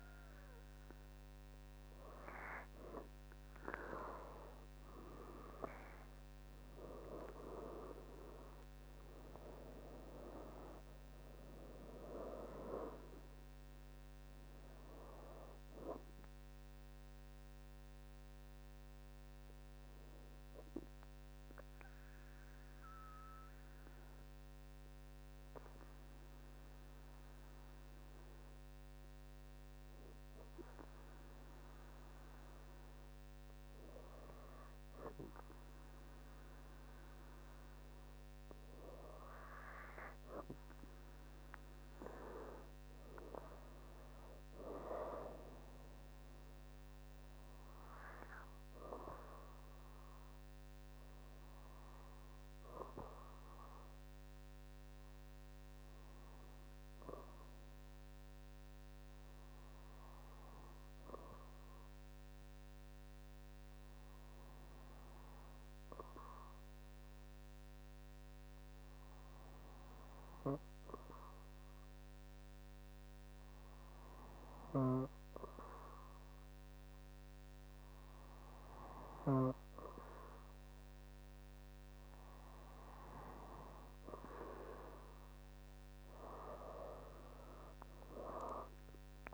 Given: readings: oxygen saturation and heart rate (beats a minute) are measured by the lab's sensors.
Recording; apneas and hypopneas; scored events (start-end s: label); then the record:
breathing in sleep by a microphone on the trachea; 2
5.50-9.00 s: arousal
22.50-34.00 s: obstructive apnea (oxygen 98% before, 95% lowest, heart rate 74 before, 65 extreme, up 2 after)
36.00-40.00 s: arousal
56.50-80.00 s: hypopnea (oxygen 99% before, 95% lowest, heart rate 67 before, 61 extreme, up 3 after)
81.50-86.00 s: arousal
From the record:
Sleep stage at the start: N2 (light sleep); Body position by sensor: on the back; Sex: female